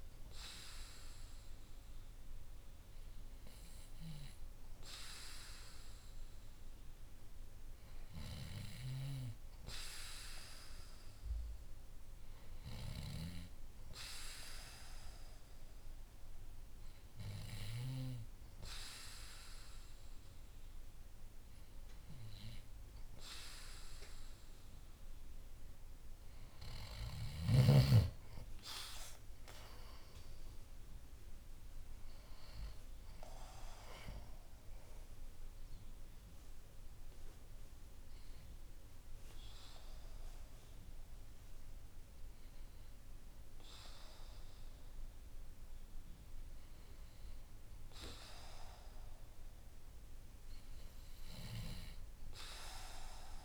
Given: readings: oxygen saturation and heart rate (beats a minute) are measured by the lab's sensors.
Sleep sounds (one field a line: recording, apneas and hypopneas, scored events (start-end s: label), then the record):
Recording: breathing in sleep by a room microphone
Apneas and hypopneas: none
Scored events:
none scored
From the record:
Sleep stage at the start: N2 (light sleep)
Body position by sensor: on the back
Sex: male